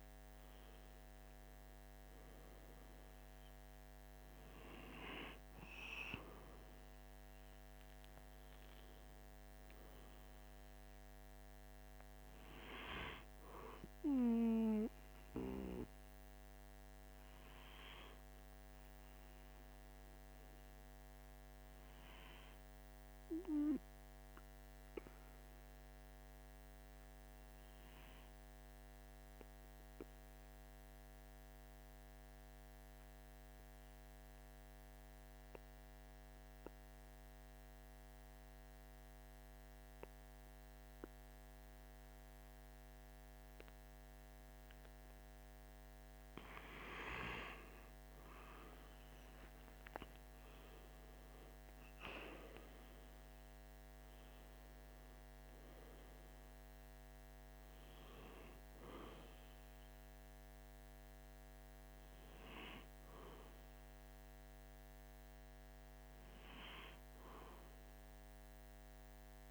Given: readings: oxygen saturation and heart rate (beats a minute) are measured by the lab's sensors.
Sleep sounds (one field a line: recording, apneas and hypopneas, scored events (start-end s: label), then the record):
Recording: breathing in sleep by a microphone on the trachea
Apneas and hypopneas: 1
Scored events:
22.50-45.50 s: obstructive apnea (oxygen 97% before, 92% lowest, heart rate 45 before, 43 extreme, up 6 after)
49.00-53.00 s: arousal
54.00-69.50 s: oxygen desaturation (device-marked, oxygen 97% before, 92% lowest, heart rate 47 before, 43 extreme)
From the record:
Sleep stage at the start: N2 (light sleep)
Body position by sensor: on the right side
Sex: male